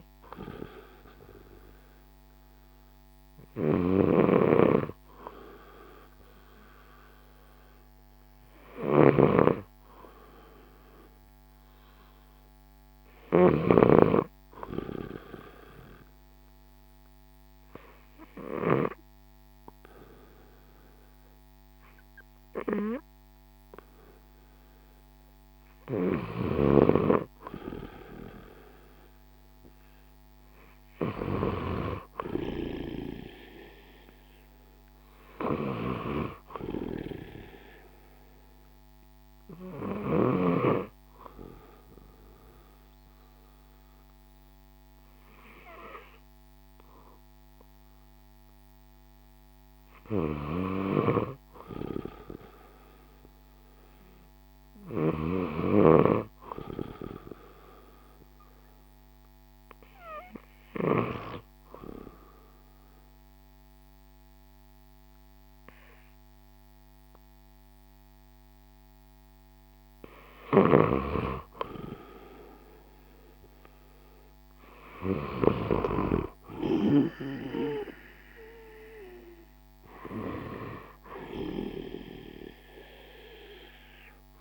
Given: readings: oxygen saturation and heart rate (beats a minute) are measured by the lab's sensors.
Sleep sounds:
breathing in sleep by a microphone on the trachea; 2
0.00-13.50 s: snoring (device-marked)
14.00-25.50 s: obstructive apnea (oxygen 95% before, 90% lowest, heart rate 60 before, 56 extreme, up 1 after)
25.50-40.00 s: snoring (device-marked)
28.00-31.00 s: arousal
37.50-48.50 s: hypopnea (oxygen 94% before, 90% lowest, heart rate 60 before, 56 extreme, up 5 after)
48.00-59.00 s: oxygen desaturation (device-marked, oxygen 93% before, 90% lowest, heart rate 60 before, 56 extreme)
50.50-61.00 s: snoring (device-marked)
51.00-54.50 s: arousal
70.00-76.00 s: snoring (device-marked)
77.00-84.41 s: drop in pulse transit time (device-marked, heart rate 60 before, 57 extreme)
From the record:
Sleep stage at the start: N2 (light sleep); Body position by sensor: on the left side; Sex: male

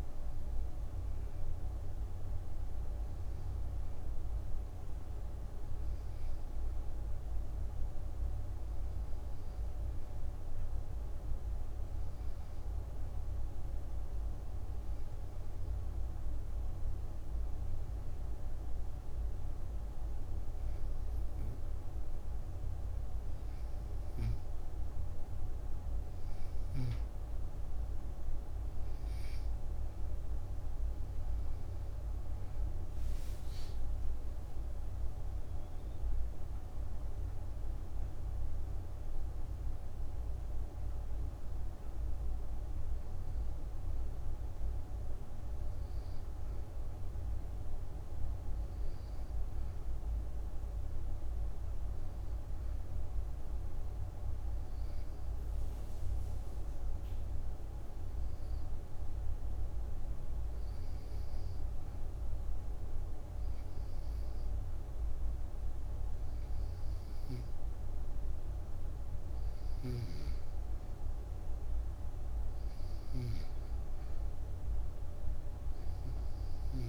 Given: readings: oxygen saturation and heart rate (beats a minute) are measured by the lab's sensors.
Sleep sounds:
breathing in sleep, hard to hear, by a room microphone; 2
0.00-2.00 s: oxygen desaturation (device-marked, oxygen 90% lowest)
10.00-26.00 s: hypopnea (oxygen 93% before, 89% lowest)
30.00-35.50 s: arousal
33.00-59.00 s: oxygen desaturation (device-marked, oxygen 95% before, 89% lowest)
52.50-69.00 s: hypopnea (oxygen 95% before, 90% lowest)
70.50-73.50 s: arousal
From the record:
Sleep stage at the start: N2 (light sleep); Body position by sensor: on the back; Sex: female

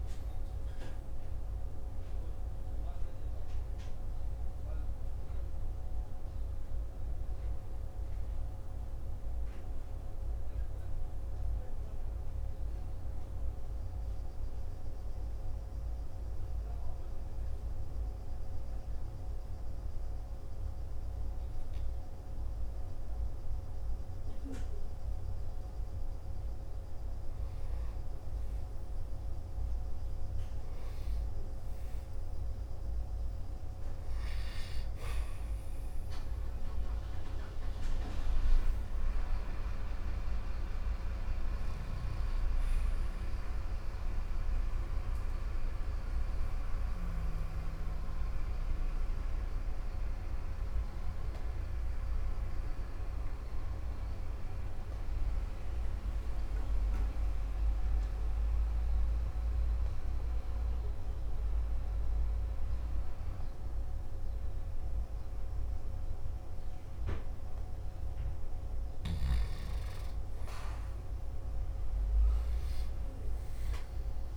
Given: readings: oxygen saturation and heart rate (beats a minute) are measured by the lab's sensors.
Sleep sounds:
breathing in sleep, hard to hear, by a room microphone; 2
0.00-24.50 s: oxygen desaturation (device-marked, oxygen 91% lowest, heart rate 50 extreme)
12.50-26.00 s: hypopnea (oxygen 98% before, 91% lowest, heart rate 59 before, 50 extreme, up 0 after)
28.00-32.00 s: arousal
42.50-57.50 s: oxygen desaturation (device-marked, oxygen 98% before, 93% lowest, heart rate 52 before, 48 extreme)
48.50-68.00 s: obstructive apnea (oxygen 98% before, 92% lowest, heart rate 52 before, 48 extreme, up 6 after)
71.00-74.36 s: arousal
From the record:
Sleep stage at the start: N2 (light sleep); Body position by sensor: on the back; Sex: male

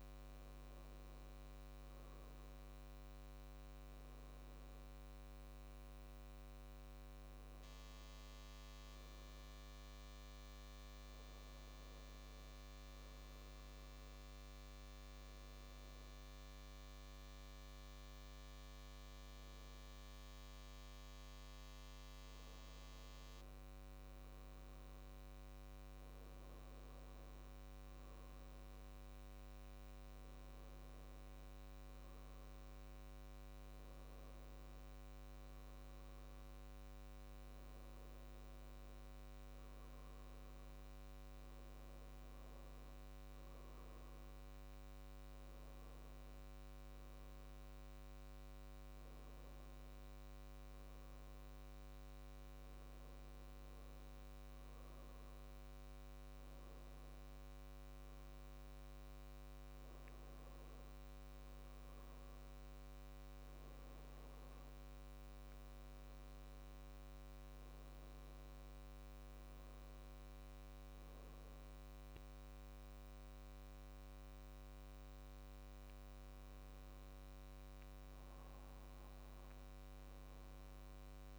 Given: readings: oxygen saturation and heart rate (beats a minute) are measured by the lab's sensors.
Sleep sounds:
breathing in sleep, hard to hear, by a microphone on the trachea; none
none scored
From the record:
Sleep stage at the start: N2 (light sleep); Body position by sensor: on the back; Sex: male

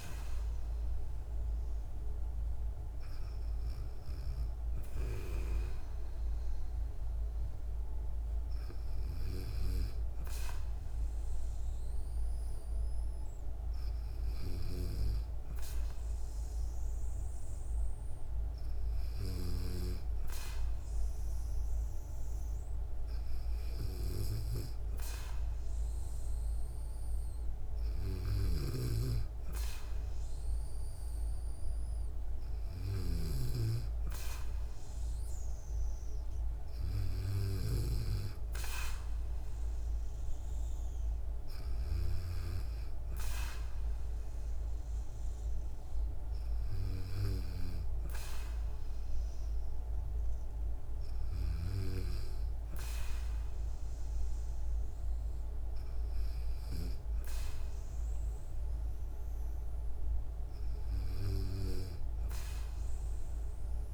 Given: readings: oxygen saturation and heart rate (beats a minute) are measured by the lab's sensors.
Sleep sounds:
breathing in sleep by a room microphone; none
28.00-33.00 s: snoring (device-marked)
From the record:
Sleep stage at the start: N2 (light sleep); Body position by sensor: on the back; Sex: female

